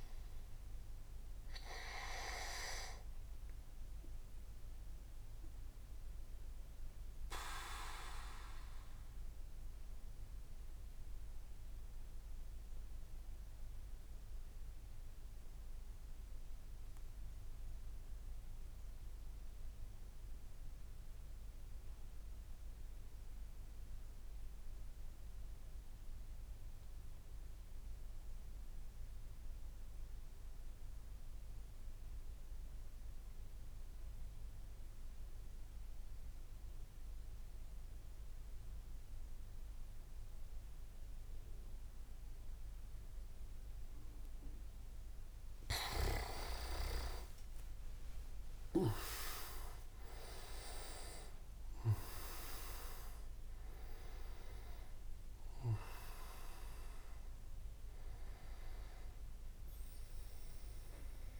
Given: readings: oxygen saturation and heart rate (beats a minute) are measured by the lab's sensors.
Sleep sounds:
breathing in sleep by a room microphone; 1
0.00-5.50 s: oxygen desaturation (device-marked, oxygen 92% lowest)
0.00-7.50 s: tachycardia (device-marked)
6.00-44.50 s: mixed apnea (oxygen 97% before, 93% lowest)
36.50-51.50 s: oxygen desaturation (device-marked, oxygen 100% before, 96% lowest)
45.50-50.50 s: leg movement (device-marked)
46.00-51.00 s: arousal
53.50-61.40 s: oxygen desaturation (device-marked, oxygen 98% before, 95% lowest)
From the record:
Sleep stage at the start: N2 (light sleep); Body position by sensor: on the back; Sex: male

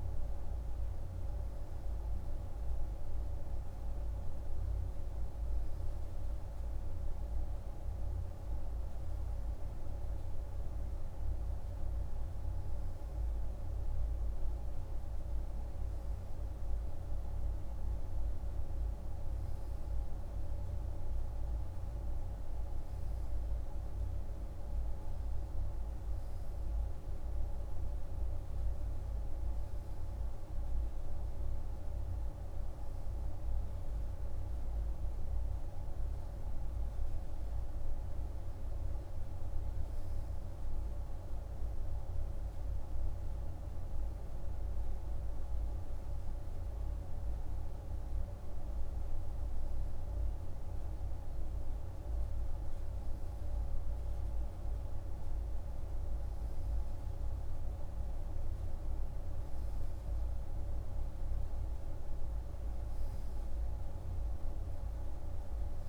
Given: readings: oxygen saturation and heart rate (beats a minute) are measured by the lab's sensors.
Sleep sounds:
breathing in sleep, hard to hear, by a room microphone; none
none scored
From the record:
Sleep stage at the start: N2 (light sleep); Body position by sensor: on the right side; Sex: male

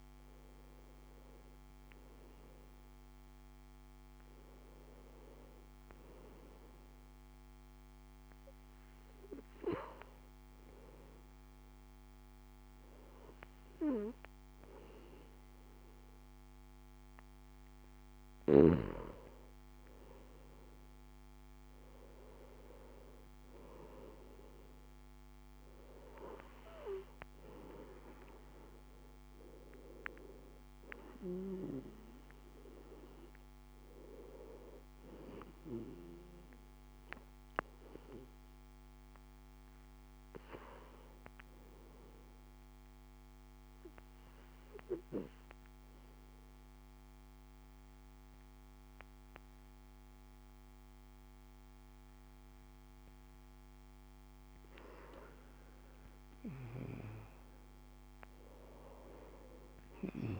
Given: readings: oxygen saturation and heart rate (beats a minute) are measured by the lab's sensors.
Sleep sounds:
breathing in sleep by a microphone on the trachea; 2
8.50-20.00 s: hypopnea (oxygen 94% before, 90% lowest, heart rate 59 before, 57 extreme, up 2 after)
23.00-28.50 s: arousal
43.00-54.00 s: obstructive apnea (oxygen 94% before, 90% lowest, heart rate 59 before, 55 extreme, up 5 after)
56.00-60.39 s: arousal
56.50-60.39 s: oxygen desaturation (device-marked, oxygen 94% before, 90% lowest, heart rate 58 before, 55 extreme)
From the record:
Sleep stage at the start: N2 (light sleep); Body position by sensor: on the back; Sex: male

